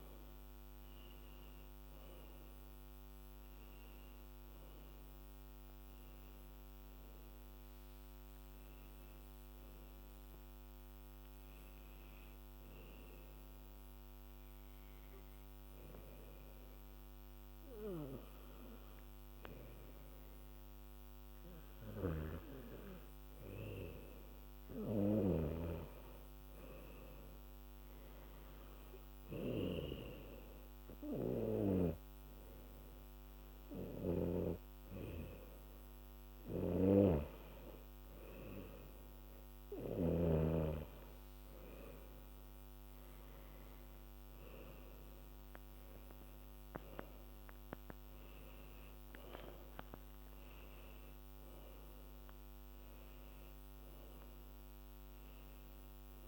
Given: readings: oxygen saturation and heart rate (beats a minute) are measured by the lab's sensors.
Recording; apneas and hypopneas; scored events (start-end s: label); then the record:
breathing in sleep by a microphone on the trachea; 2
0.00-3.00 s: arousal
11.50-23.00 s: hypopnea (oxygen 99% before, 94% lowest, heart rate 101 before, 83 extreme, up 4 after)
21.00-38.00 s: oxygen desaturation (device-marked, oxygen 99% before, 94% lowest, heart rate 91 before, 85 extreme)
26.00-29.00 s: arousal
32.00-42.50 s: hypopnea (oxygen 99% before, 94% lowest, heart rate 85 before, 84 extreme, up 17 after)
44.00-48.50 s: arousal
49.50-51.50 s: long interval between heartbeats (device-marked, heart rate 87 before, 102 extreme)
From the record:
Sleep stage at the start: N2 (light sleep); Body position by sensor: on the back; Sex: female